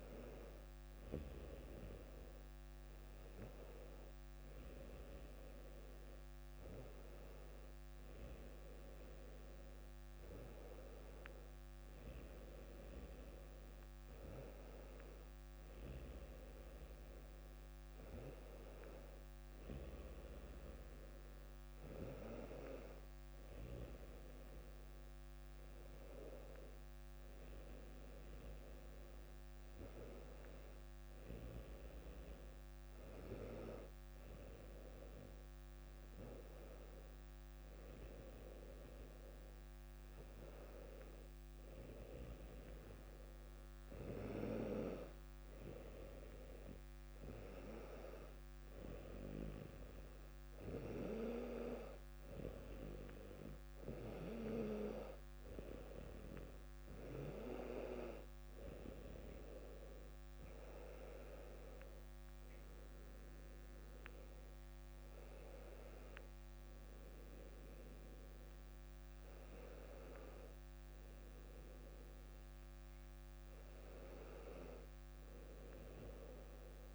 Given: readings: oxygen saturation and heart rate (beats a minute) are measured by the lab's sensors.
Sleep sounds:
breathing in sleep by a microphone on the trachea; none
none scored
From the record:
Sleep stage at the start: N2 (light sleep); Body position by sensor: on the back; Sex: female

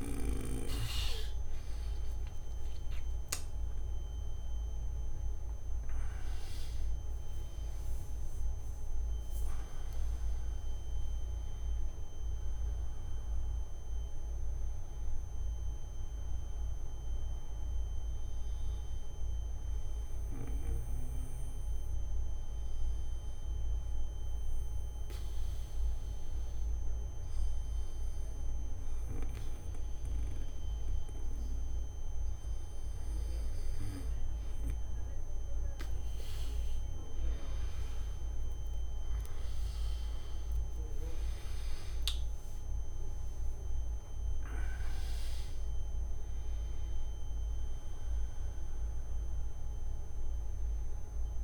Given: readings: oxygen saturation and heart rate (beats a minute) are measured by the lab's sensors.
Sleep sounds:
breathing in sleep by a room microphone; 1
6.00-23.00 s: oxygen desaturation (device-marked, oxygen 99% before, 95% lowest)
18.50-34.50 s: obstructive apnea (oxygen 99% before, 94% lowest)
39.00-51.43 s: oxygen desaturation (device-marked, oxygen 97% before, 94% lowest, heart rate 60 before, 86 extreme)
From the record:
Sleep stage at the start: N2 (light sleep); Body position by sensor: on the back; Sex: male

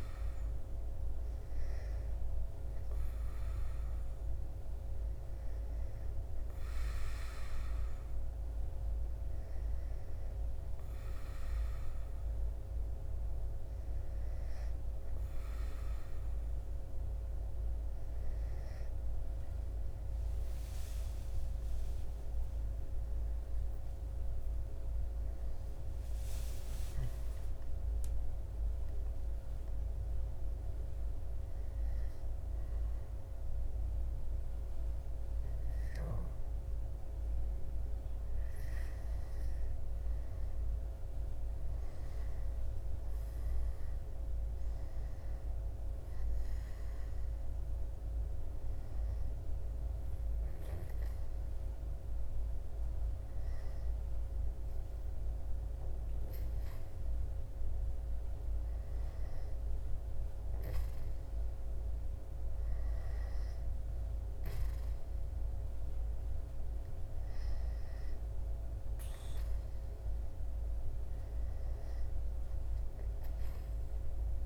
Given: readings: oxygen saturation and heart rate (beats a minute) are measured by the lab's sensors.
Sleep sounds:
breathing in sleep, hard to hear, by a room microphone; 1
20.00-26.00 s: arousal
27.00-38.50 s: hypopnea (oxygen 95% before, 93% lowest, heart rate 75 before, 70 extreme, up 11 after)
41.50-45.00 s: arousal
48.00-61.00 s: oxygen desaturation (device-marked, oxygen 96% before, 93% lowest, heart rate 81 before, 70 extreme)
From the record:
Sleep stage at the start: N2 (light sleep); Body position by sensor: on the back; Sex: male

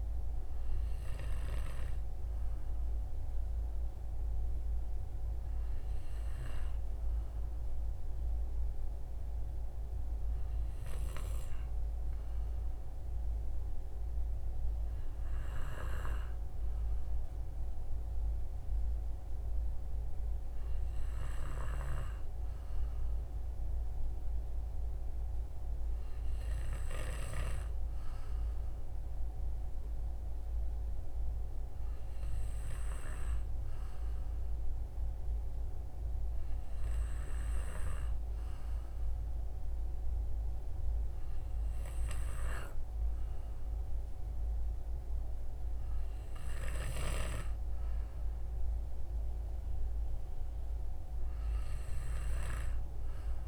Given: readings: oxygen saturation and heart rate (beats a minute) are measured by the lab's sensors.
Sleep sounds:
breathing in sleep by a room microphone; 1
9.50-27.00 s: obstructive apnea (oxygen 96% before, 94% lowest, heart rate 63 before, 62 extreme, up 3 after)
29.00-32.00 s: arousal
From the record:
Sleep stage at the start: N2 (light sleep); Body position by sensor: on the right side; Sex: male

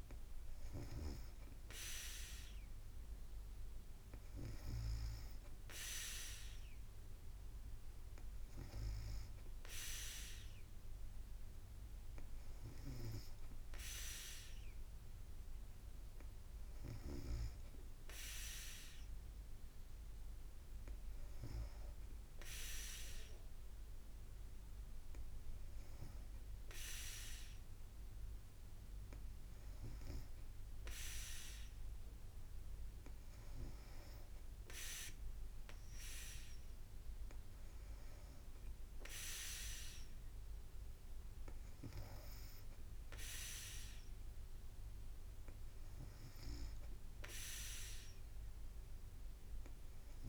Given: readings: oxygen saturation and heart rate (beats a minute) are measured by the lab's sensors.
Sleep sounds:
breathing in sleep by a room microphone; none
none scored
From the record:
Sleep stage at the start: N2 (light sleep); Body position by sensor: on the back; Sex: female

